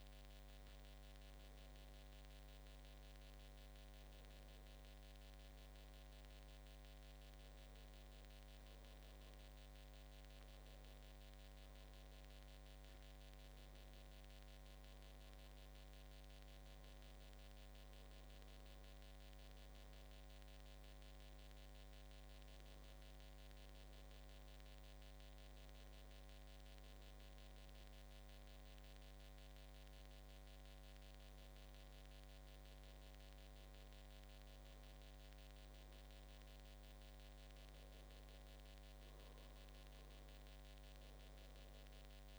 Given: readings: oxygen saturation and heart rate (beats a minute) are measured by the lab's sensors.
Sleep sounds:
breathing in sleep, hard to hear, by a microphone on the trachea; 1
24.50-36.50 s: hypopnea (oxygen 97% before, 96% lowest, heart rate 81 before, 82 extreme, up 2 after)
39.50-42.39 s: arousal
From the record:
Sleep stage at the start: N2 (light sleep); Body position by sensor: on the back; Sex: male

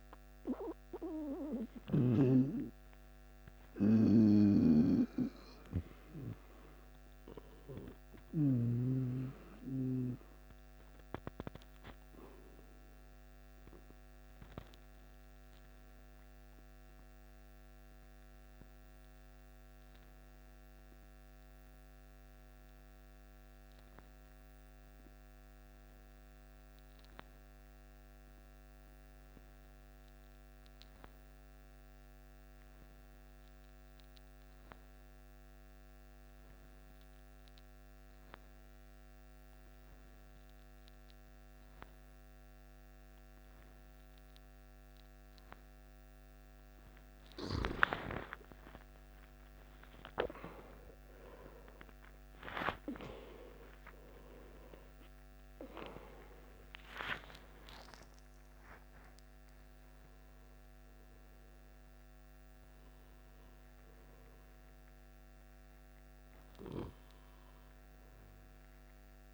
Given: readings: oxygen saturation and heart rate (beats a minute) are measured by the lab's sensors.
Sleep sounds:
breathing in sleep by a microphone on the trachea; 1
0.00-19.00 s: oxygen desaturation (device-marked, oxygen 88% lowest, heart rate 52 extreme)
14.00-46.00 s: obstructive apnea (oxygen 95% before, 89% lowest, heart rate 62 before, 52 extreme, up 16 after)
38.00-65.00 s: oxygen desaturation (device-marked, oxygen 97% before, 91% lowest, heart rate 53 before, 52 extreme)
49.00-55.00 s: arousal
From the record:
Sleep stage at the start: N2 (light sleep); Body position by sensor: on the back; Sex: male

